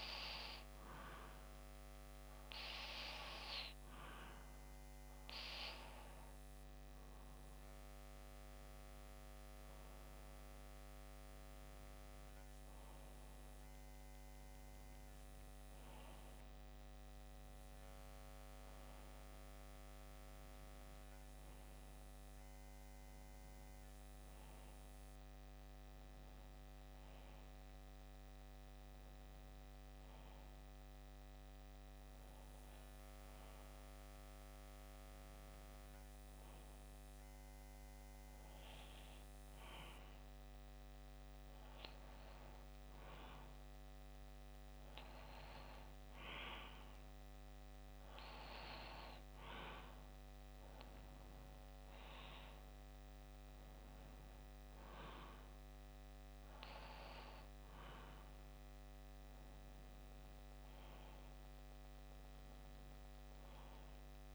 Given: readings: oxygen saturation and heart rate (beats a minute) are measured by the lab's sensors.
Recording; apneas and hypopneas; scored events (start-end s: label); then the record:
breathing in sleep by a microphone on the trachea; 1
7.50-11.50 s: arousal
28.50-40.50 s: hypopnea (oxygen 93% before, 91% lowest, heart rate 68 before, 65 extreme, up 1 after)
45.50-48.50 s: arousal
From the record:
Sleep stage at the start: N2 (light sleep); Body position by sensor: on the back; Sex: male